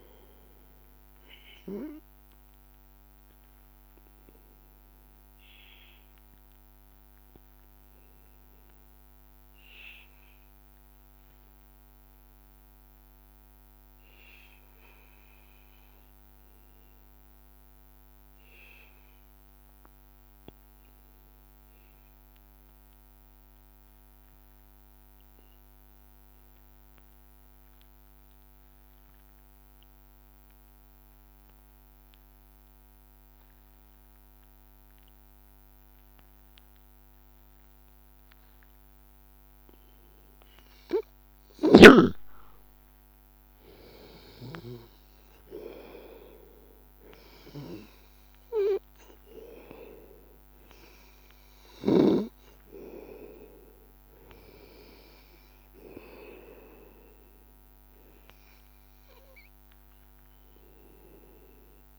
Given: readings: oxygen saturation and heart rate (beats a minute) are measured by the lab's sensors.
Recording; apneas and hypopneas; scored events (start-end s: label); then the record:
breathing in sleep by a microphone on the trachea; 1
0.00-14.00 s: oxygen desaturation (device-marked, oxygen 93% lowest, heart rate 80 extreme)
7.00-39.50 s: obstructive apnea (oxygen 97% before, 93% lowest, heart rate 84 before, 80 extreme, up 3 after)
37.00-61.98 s: oxygen desaturation (device-marked, oxygen 97% before, 93% lowest, heart rate 82 before, 81 extreme)
41.50-45.00 s: arousal
From the record:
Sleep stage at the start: N2 (light sleep); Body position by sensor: on the back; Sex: male